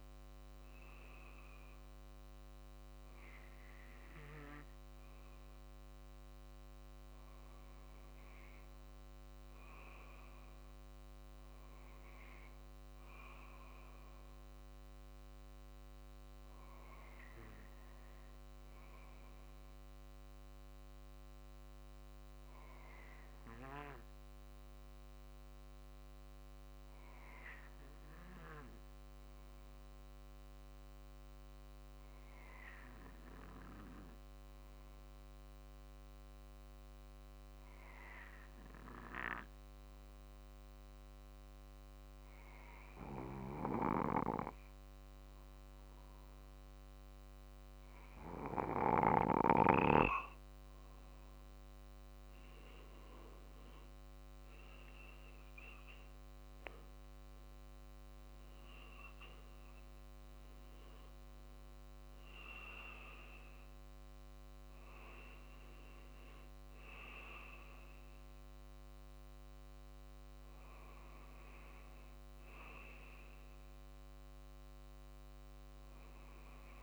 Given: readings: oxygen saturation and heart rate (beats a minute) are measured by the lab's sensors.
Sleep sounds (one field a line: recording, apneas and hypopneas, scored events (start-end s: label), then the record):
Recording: breathing in sleep by a microphone on the trachea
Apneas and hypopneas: 1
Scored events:
0.00-7.50 s: drop in pulse transit time (device-marked, heart rate 47 extreme)
16.50-48.50 s: obstructive apnea (oxygen 95% before, 92% lowest, heart rate 47 before, 46 extreme, up 3 after)
50.50-69.50 s: drop in pulse transit time (device-marked, heart rate 47 before, 47 extreme)
51.50-54.00 s: arousal
From the record:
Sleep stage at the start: N2 (light sleep)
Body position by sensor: on the back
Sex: male